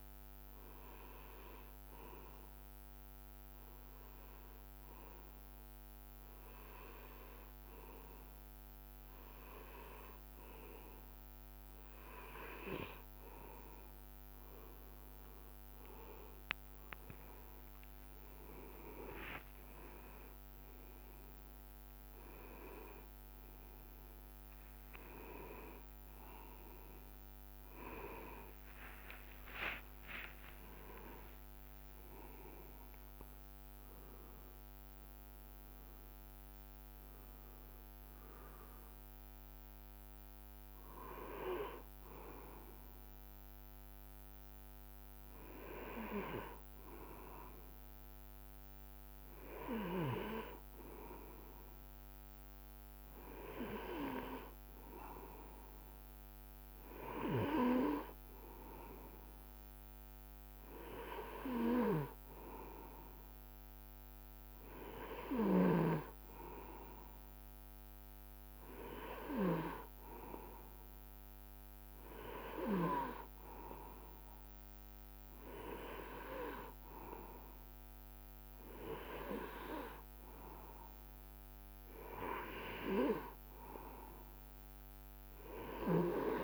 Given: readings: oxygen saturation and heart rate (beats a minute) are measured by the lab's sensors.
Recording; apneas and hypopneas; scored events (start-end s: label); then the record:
breathing in sleep by a microphone on the trachea; 1
1.50-13.00 s: hypopnea (oxygen 98% before, 96% lowest, heart rate 73 before, 67 extreme, up 35 after)
15.50-21.50 s: arousal
17.00-24.00 s: tachycardia (device-marked, heart rate 71 before, 121 extreme)
18.50-20.50 s: long interval between heartbeats (device-marked, heart rate 69 before, 78 extreme)
21.00-23.00 s: long interval between heartbeats (device-marked, heart rate 72 before, 111 extreme)
27.00-36.00 s: tachycardia (device-marked, heart rate 71 before, 163 extreme)
30.50-32.50 s: long interval between heartbeats (device-marked, heart rate 89 before, 102 extreme)
33.00-35.00 s: long interval between heartbeats (device-marked, heart rate 96 before, 150 extreme)
From the record:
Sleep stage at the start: N2 (light sleep); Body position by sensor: on the right side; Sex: male